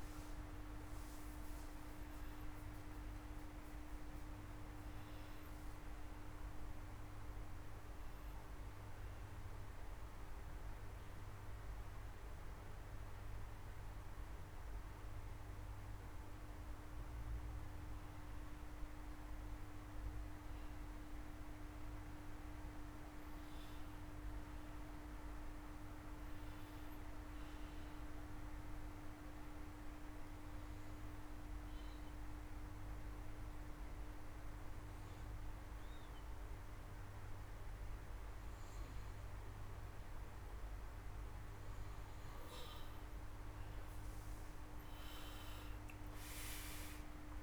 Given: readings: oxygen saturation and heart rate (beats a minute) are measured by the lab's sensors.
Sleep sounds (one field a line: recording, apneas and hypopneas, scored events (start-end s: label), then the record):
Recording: breathing in sleep, hard to hear, by a room microphone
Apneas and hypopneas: 1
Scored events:
30.50-41.00 s: hypopnea (oxygen 94% before, 88% lowest)
45.50-47.42 s: arousal
45.50-47.42 s: new sleep stage, N2 (light sleep)
45.50-47.42 s: oxygen desaturation (device-marked, oxygen 93% before, 89% lowest)
From the record:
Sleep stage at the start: N1 (lightest sleep)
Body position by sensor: on the back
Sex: male